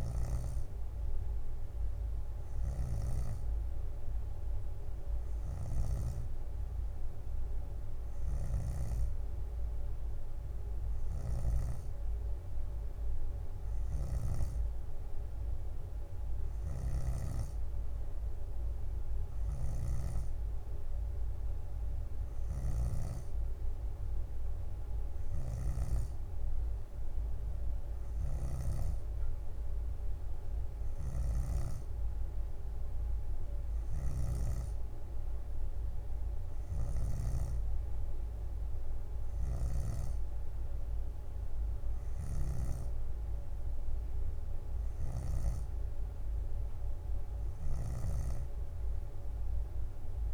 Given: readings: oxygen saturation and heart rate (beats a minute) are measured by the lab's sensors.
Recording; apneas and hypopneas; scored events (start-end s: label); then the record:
breathing in sleep, hard to hear, by a room microphone; none
0.00-2.00 s: leg movement (device-marked)
0.00-6.00 s: snoring (device-marked)
2.50-10.00 s: leg movement (device-marked)
16.50-22.00 s: leg movement (device-marked)
31.00-35.00 s: leg movement (device-marked)
42.00-46.50 s: leg movement (device-marked)
From the record:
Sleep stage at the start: N3 (deep sleep); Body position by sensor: on the back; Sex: female